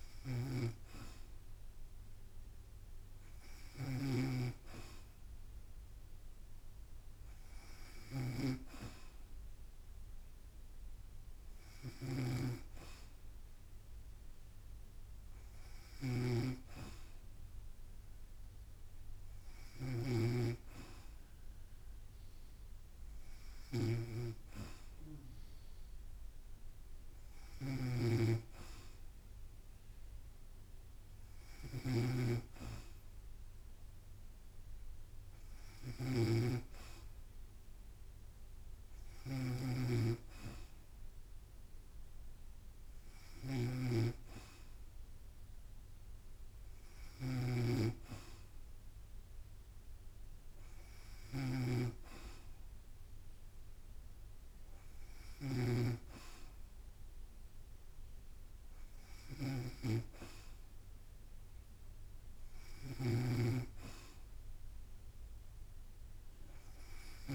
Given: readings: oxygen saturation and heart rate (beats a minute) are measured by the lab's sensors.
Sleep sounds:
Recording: breathing in sleep by a room microphone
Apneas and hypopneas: none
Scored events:
0.00-63.00 s: snoring (device-marked)
From the record:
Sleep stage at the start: N2 (light sleep)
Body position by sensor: on the back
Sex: female

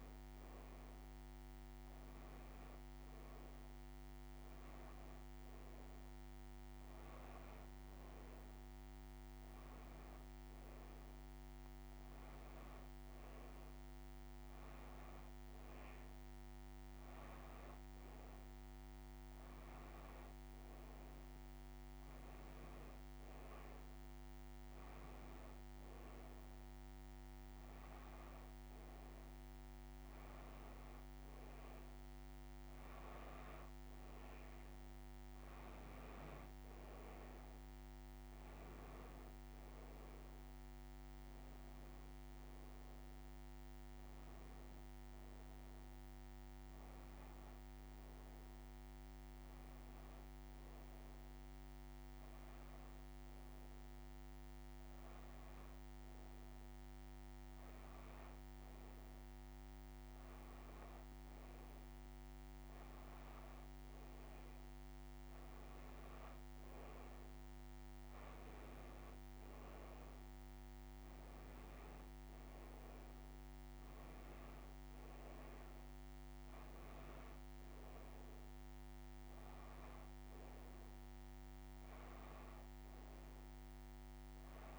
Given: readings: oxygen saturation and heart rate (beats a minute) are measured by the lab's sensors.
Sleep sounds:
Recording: breathing in sleep, hard to hear, by a microphone on the trachea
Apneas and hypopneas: none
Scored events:
none scored
From the record:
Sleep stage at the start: N2 (light sleep)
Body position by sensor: on the back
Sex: female

